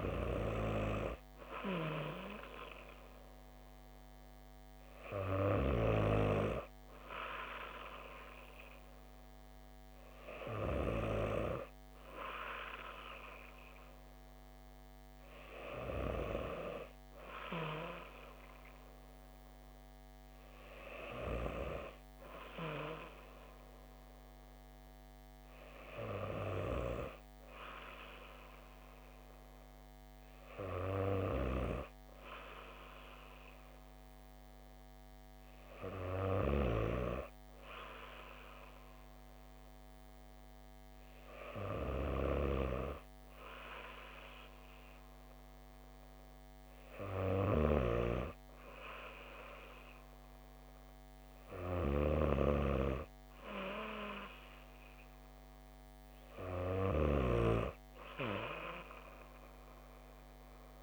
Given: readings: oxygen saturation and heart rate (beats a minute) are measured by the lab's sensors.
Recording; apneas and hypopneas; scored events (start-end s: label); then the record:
breathing in sleep by a microphone on the trachea; none
none scored
From the record:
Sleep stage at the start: N2 (light sleep); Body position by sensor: on the back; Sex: female